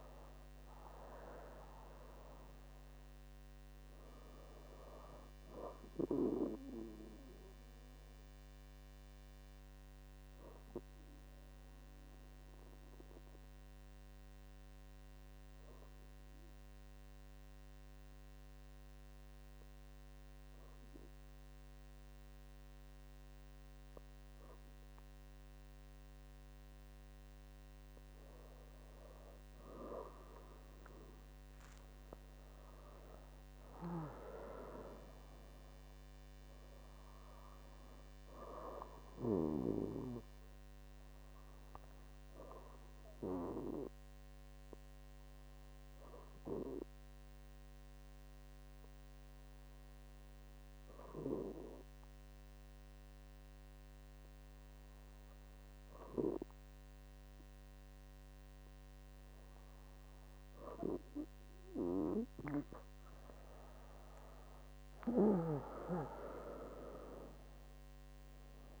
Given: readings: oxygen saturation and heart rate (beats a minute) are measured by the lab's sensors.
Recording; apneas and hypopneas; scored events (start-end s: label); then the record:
breathing in sleep by a microphone on the trachea; 2
0.00-2.00 s: arousal
0.00-11.50 s: oxygen desaturation (device-marked, oxygen 94% lowest, heart rate 63 extreme)
9.50-28.00 s: obstructive apnea (oxygen 97% before, 94% lowest, heart rate 71 before, 64 extreme, up 6 after)
30.50-35.00 s: arousal
39.00-60.50 s: obstructive apnea (oxygen 98% before, 96% lowest, heart rate 71 before, 63 extreme, up 8 after)
63.50-67.50 s: arousal
From the record:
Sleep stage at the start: N2 (light sleep); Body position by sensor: on the back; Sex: female